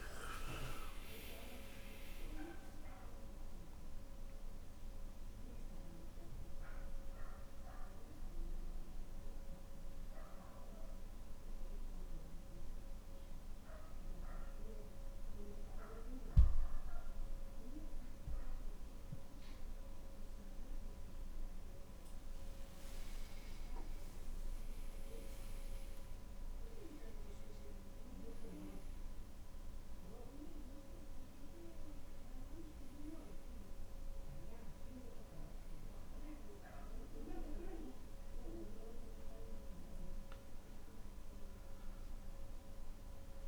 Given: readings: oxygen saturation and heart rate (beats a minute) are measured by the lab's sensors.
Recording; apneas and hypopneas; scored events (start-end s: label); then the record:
breathing in sleep by a room microphone; none
none scored
From the record:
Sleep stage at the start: N2 (light sleep); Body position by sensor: on the back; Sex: male